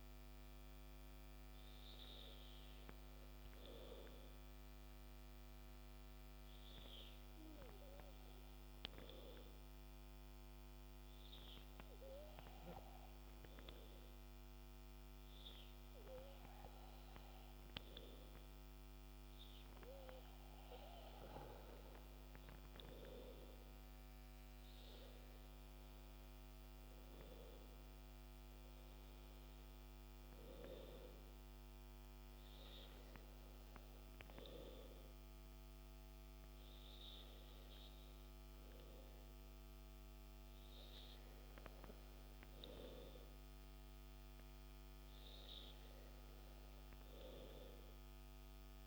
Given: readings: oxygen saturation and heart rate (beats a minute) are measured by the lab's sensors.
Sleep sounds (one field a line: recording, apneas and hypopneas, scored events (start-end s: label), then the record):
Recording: breathing in sleep by a microphone on the trachea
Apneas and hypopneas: 1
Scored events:
1.00-18.50 s: hypopnea (oxygen 97% before, 94% lowest, heart rate 66 before, 62 extreme, up 7 after)
21.50-25.00 s: arousal
From the record:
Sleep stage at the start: N2 (light sleep)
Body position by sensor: on the back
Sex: male